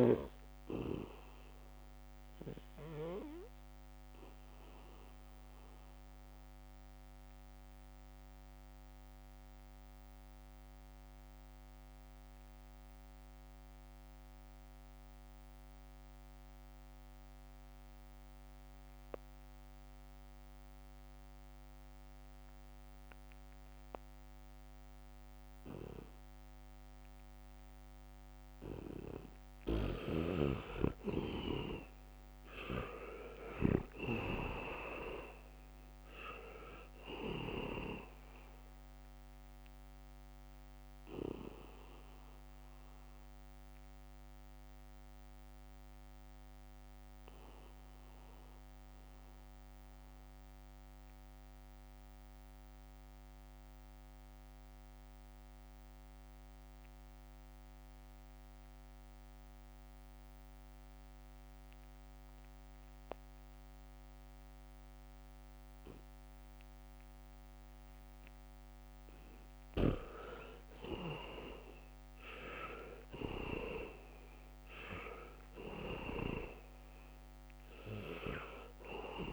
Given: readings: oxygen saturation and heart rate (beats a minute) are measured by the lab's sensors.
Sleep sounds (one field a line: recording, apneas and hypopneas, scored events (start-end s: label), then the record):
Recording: breathing in sleep by a microphone on the trachea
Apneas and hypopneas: 2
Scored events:
0.00-18.50 s: oxygen desaturation (device-marked, oxygen 79% lowest, heart rate 67 extreme)
5.00-29.00 s: obstructive apnea (oxygen 99% before, 79% lowest, heart rate 70 before, 67 extreme, up 3 after)
11.50-13.00 s: leg movement (device-marked)
17.00-19.50 s: leg movement (device-marked)
23.00-24.50 s: leg movement (device-marked)
26.50-28.50 s: leg movement (device-marked)
26.50-62.50 s: oxygen desaturation (device-marked, oxygen 99% before, 79% lowest, heart rate 69 before, 67 extreme)
30.00-34.00 s: snoring (device-marked)
31.00-34.50 s: arousal
42.00-69.00 s: mixed apnea (oxygen 99% before, 78% lowest, heart rate 69 before, 67 extreme)
67.00-73.50 s: leg movement (device-marked)
67.50-79.33 s: oxygen desaturation (device-marked, oxygen 98% before, 78% lowest, heart rate 71 before, 67 extreme)
71.50-75.50 s: arousal
74.50-76.50 s: leg movement (device-marked)
From the record:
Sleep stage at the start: N2 (light sleep)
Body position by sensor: on the back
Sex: male